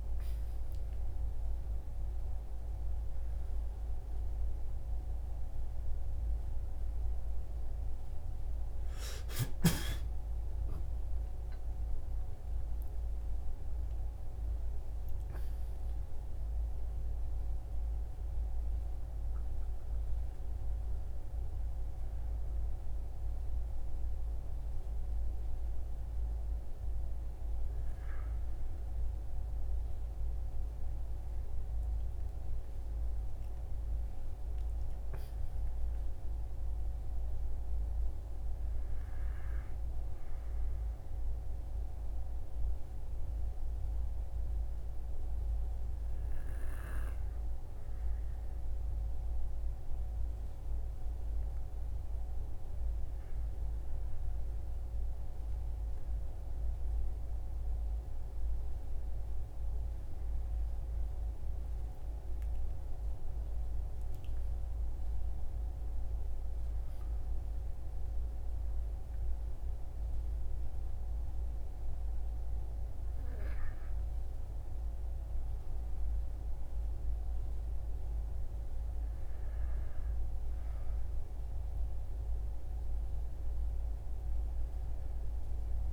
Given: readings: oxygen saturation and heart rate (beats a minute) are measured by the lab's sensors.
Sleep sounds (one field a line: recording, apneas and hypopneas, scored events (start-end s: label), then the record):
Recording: a person partly awake in a sleep study, hard to hear, by a room microphone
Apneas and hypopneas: 1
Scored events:
17.00-47.00 s: new sleep stage, N1 (lightest sleep)
41.50-52.50 s: mixed apnea (oxygen 98% before, 94% lowest, heart rate 67 before, 55 extreme, up 15 after)
47.00-85.93 s: new sleep stage, N2 (light sleep)
54.50-58.00 s: arousal
84.00-85.93 s: arousal
From the record:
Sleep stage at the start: awake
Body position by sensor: on the right side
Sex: male